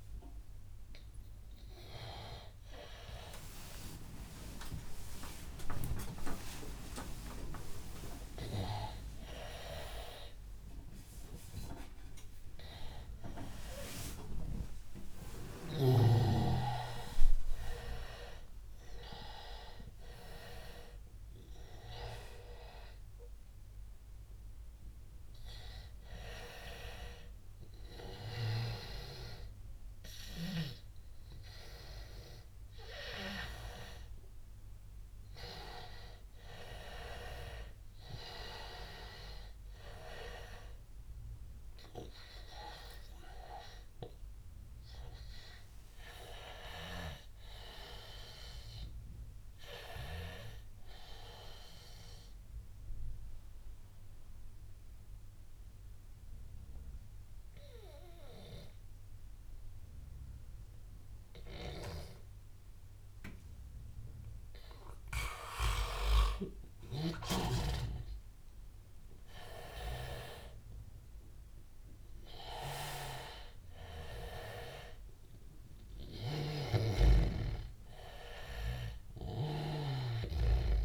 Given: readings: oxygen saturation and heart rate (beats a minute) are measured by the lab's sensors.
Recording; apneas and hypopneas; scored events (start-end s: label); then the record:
a person awake in a sleep study, by a room microphone; 1
0.00-9.00 s: oxygen desaturation (device-marked, oxygen 84% lowest, heart rate 90 extreme)
3.00-5.00 s: long interval between heartbeats (device-marked, heart rate 94 before, 107 extreme)
50.00-80.85 s: new sleep stage, N2 (light sleep)
52.00-65.50 s: obstructive apnea (oxygen 99% before, 88% lowest, heart rate 98 before, 87 extreme, up 4 after)
67.00-70.50 s: arousal
71.00-80.85 s: oxygen desaturation (device-marked, oxygen 96% before, 90% lowest, heart rate 93 before, 82 extreme)
76.00-80.00 s: snoring (device-marked)
From the record:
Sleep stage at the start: awake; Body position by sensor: on the back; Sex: male